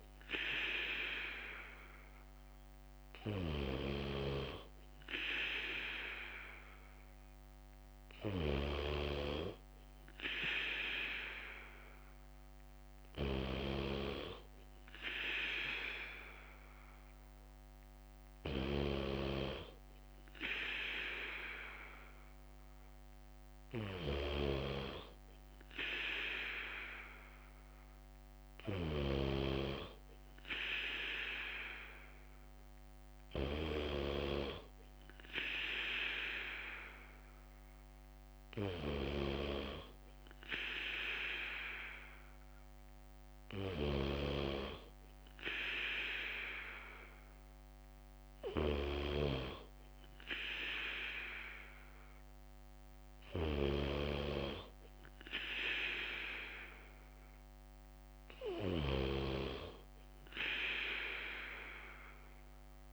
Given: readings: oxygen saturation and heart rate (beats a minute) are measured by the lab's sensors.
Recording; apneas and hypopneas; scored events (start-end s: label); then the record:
breathing in sleep by a microphone on the trachea; none
13.50-15.50 s: bradycardia (device-marked, heart rate 60 before, 60 extreme)
33.50-40.50 s: bradycardia (device-marked, heart rate 60 before, 58 extreme)
48.50-57.50 s: bradycardia (device-marked, heart rate 60 before, 57 extreme)
From the record:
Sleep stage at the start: N3 (deep sleep); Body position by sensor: on the back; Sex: male